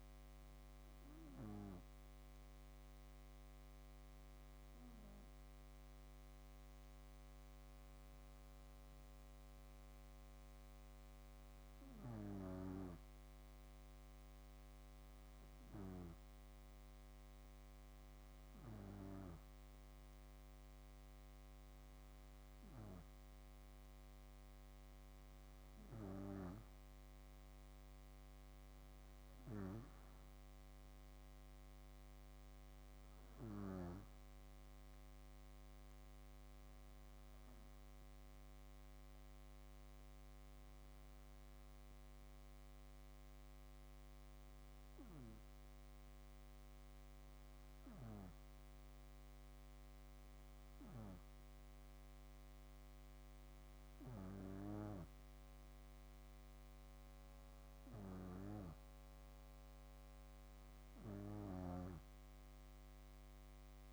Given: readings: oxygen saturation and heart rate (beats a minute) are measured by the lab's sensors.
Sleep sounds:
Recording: breathing in sleep by a microphone on the trachea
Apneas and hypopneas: none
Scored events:
none scored
From the record:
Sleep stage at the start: N2 (light sleep)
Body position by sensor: on the back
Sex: female

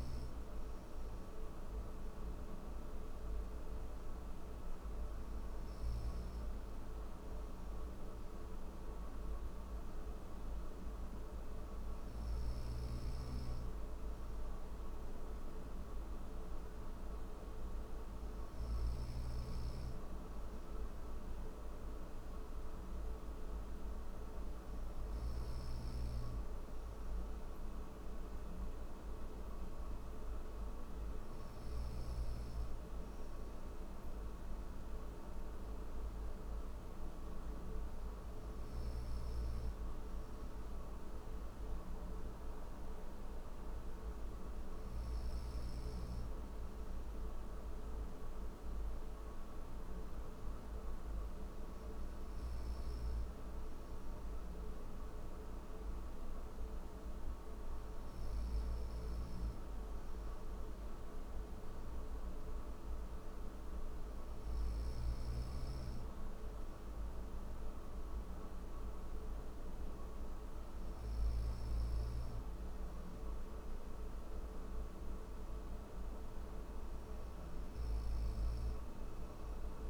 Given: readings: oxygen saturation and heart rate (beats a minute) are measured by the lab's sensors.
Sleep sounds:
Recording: breathing in sleep, hard to hear, by a room microphone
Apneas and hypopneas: none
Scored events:
11.50-18.00 s: snoring (device-marked)
38.00-44.50 s: snoring (device-marked)
From the record:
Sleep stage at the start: N3 (deep sleep)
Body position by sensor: on the right side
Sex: male

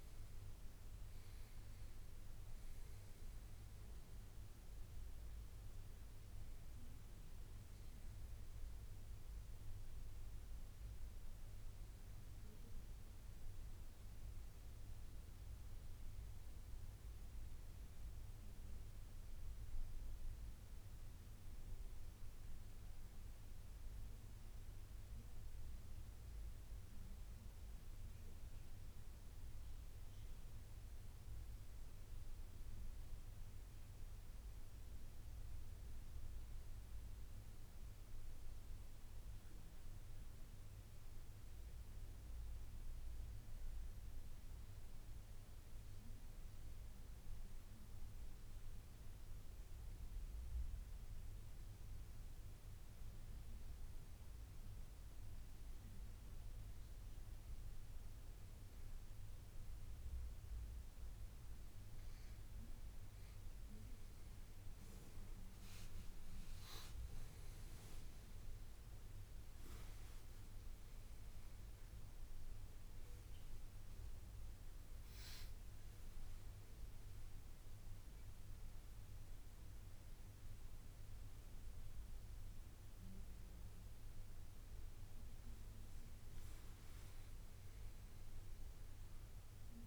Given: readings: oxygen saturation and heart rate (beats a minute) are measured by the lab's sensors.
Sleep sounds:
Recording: breathing in sleep, hard to hear, by a room microphone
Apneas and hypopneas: 1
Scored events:
0.00-5.50 s: oxygen desaturation (device-marked, oxygen 91% lowest, heart rate 81 extreme)
37.50-41.00 s: arousal
47.50-62.50 s: mixed apnea (oxygen 98% before, 90% lowest, heart rate 83 before, 81 extreme, up 5 after)
51.50-89.87 s: oxygen desaturation (device-marked, oxygen 98% before, 90% lowest, heart rate 83 before, 81 extreme)
70.50-89.87 s: new sleep stage, awake
From the record:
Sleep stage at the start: N2 (light sleep)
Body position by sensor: on the right side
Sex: male

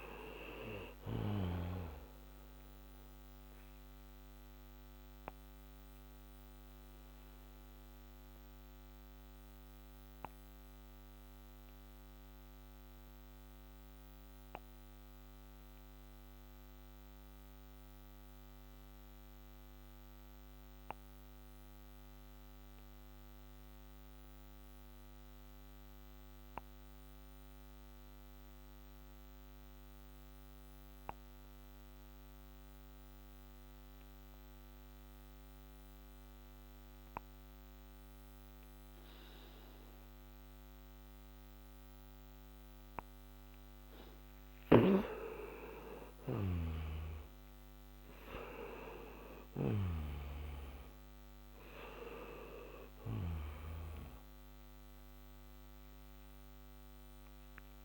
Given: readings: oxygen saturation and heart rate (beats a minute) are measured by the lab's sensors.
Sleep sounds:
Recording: breathing in sleep by a microphone on the trachea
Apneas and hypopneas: 1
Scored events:
0.00-22.00 s: oxygen desaturation (device-marked, oxygen 88% lowest, heart rate 57 extreme)
4.50-43.00 s: obstructive apnea (oxygen 98% before, 87% lowest, heart rate 69 before, 57 extreme, up 9 after)
41.00-57.84 s: oxygen desaturation (device-marked, oxygen 97% before, 87% lowest, heart rate 61 before, 57 extreme)
45.00-51.00 s: arousal
From the record:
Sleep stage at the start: N2 (light sleep)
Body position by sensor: on the back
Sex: male

